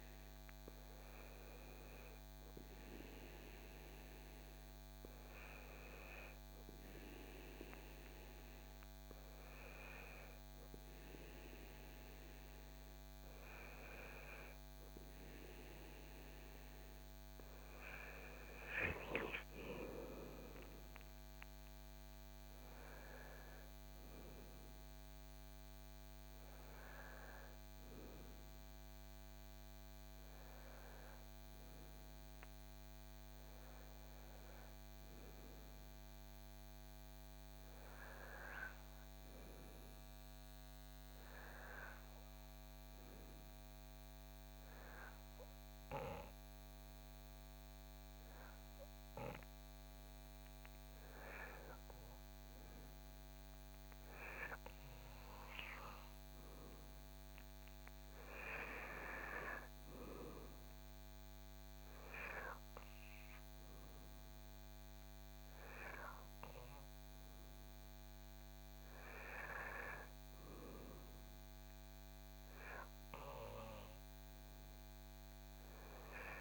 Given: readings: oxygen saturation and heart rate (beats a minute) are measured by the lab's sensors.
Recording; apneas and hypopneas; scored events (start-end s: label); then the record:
breathing in sleep by a microphone on the trachea; 1
40.00-51.00 s: hypopnea (oxygen 95% before, 90% lowest, heart rate 72 before, 69 extreme, up 2 after)
52.50-74.50 s: oxygen desaturation (device-marked, oxygen 95% before, 90% lowest, heart rate 71 before, 69 extreme)
53.00-55.50 s: arousal
From the record:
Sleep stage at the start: N2 (light sleep); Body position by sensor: on the back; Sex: male